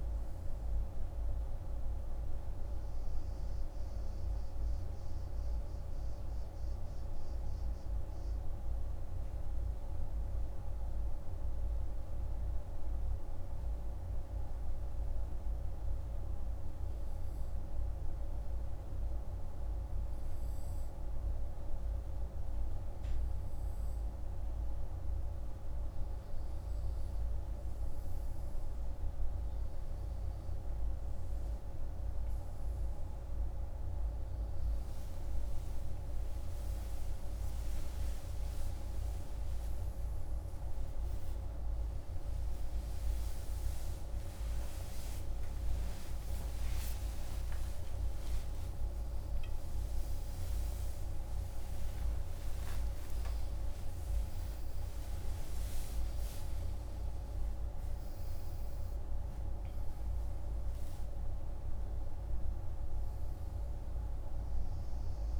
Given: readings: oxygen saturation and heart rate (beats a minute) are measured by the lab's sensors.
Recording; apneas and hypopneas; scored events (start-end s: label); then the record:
a person partly awake in a sleep study, hard to hear, by a room microphone; 1
2.00-23.50 s: hypopnea (oxygen 97% before, 95% lowest, heart rate 68 before, 49 extreme, up 17 after)
36.50-65.40 s: new sleep stage, awake
43.50-50.50 s: tachycardia (device-marked, heart rate 54 before, 116 extreme)
From the record:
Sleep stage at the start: N2 (light sleep); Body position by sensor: on the right side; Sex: male